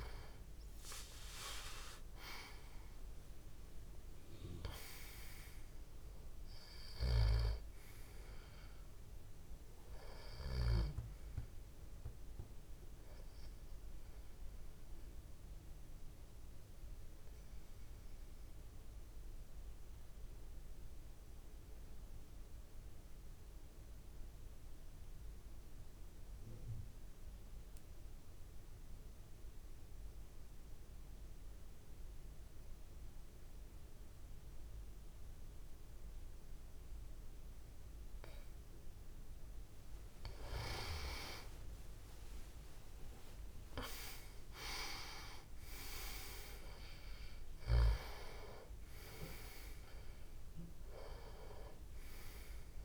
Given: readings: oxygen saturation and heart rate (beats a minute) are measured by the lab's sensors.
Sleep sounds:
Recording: breathing in sleep by a room microphone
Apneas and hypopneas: 1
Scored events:
1.00-5.50 s: arousal
2.00-21.00 s: oxygen desaturation (device-marked, oxygen 97% before, 91% lowest)
6.50-10.50 s: snoring (device-marked)
15.50-38.50 s: obstructive apnea (oxygen 98% before, 89% lowest)
35.00-52.85 s: oxygen desaturation (device-marked, oxygen 97% before, 89% lowest)
41.00-45.00 s: arousal
From the record:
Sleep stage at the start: N2 (light sleep)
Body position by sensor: on the back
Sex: male

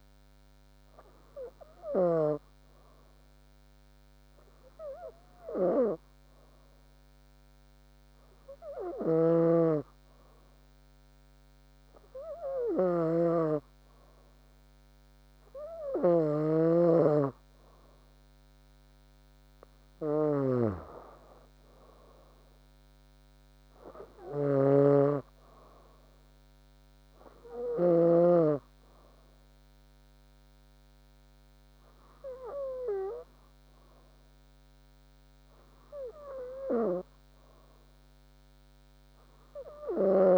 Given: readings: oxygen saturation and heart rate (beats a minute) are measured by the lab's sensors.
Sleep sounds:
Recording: breathing in sleep by a microphone on the trachea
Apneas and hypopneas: none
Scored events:
none scored
From the record:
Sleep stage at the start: N2 (light sleep)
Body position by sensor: on the back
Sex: female

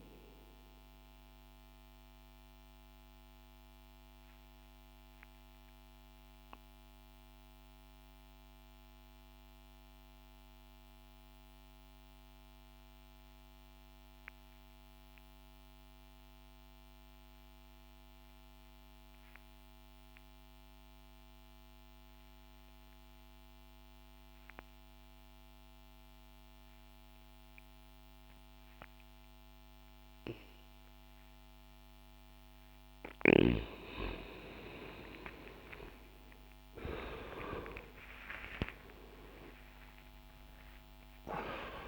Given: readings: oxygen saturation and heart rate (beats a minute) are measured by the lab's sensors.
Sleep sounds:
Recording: breathing in sleep by a microphone on the trachea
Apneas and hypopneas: 1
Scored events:
0.00-21.00 s: oxygen desaturation (device-marked, oxygen 84% lowest, heart rate 60 extreme)
0.50-31.00 s: obstructive apnea (oxygen 97% before, 84% lowest, heart rate 60 before, 60 extreme, up 57 after)
35.00-41.88 s: new sleep stage, awake
From the record:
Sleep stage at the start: N2 (light sleep)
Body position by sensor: on the left side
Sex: male

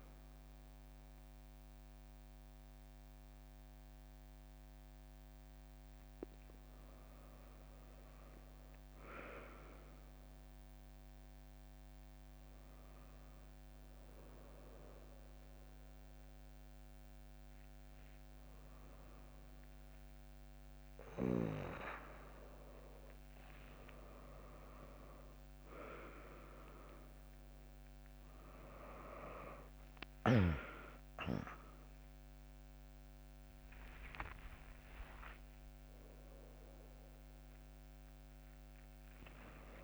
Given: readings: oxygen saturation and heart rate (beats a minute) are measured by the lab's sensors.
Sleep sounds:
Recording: breathing in sleep by a microphone on the trachea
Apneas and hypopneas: none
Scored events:
none scored
From the record:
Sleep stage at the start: N1 (lightest sleep)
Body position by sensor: on the back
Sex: female

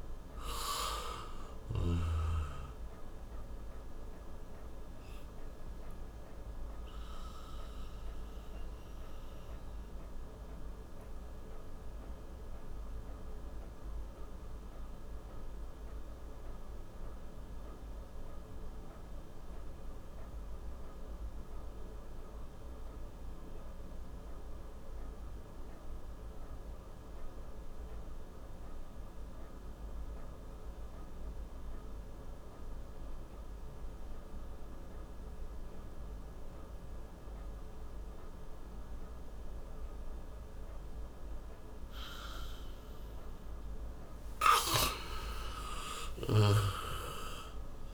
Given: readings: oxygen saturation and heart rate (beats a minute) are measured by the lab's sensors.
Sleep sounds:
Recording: breathing in sleep by a room microphone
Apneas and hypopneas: 1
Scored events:
0.00-24.00 s: oxygen desaturation (device-marked, oxygen 87% lowest, heart rate 55 extreme)
4.50-40.00 s: obstructive apnea (oxygen 98% before, 87% lowest, heart rate 80 before, 55 extreme, up 25 after)
45.00-47.93 s: arousal
46.00-47.93 s: oxygen desaturation (device-marked, oxygen 97% before, 88% lowest, heart rate 63 before, 56 extreme)
From the record:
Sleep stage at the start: N2 (light sleep)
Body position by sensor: on the back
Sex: male

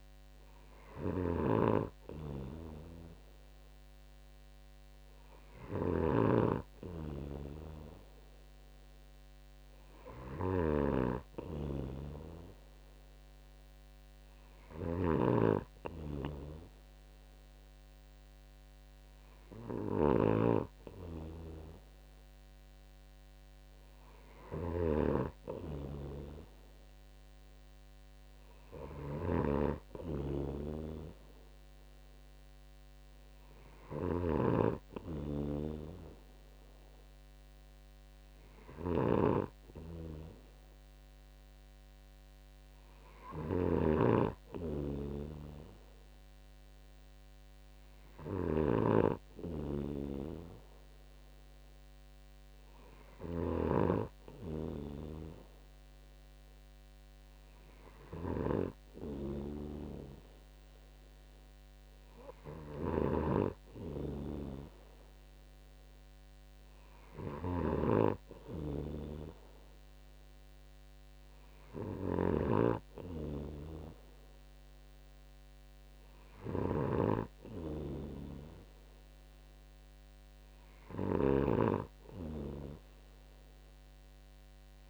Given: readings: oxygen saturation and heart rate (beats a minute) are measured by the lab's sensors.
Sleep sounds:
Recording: breathing in sleep by a microphone on the trachea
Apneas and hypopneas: none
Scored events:
0.00-84.90 s: snoring (device-marked)
From the record:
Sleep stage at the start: N2 (light sleep)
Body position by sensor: on the right side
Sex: male

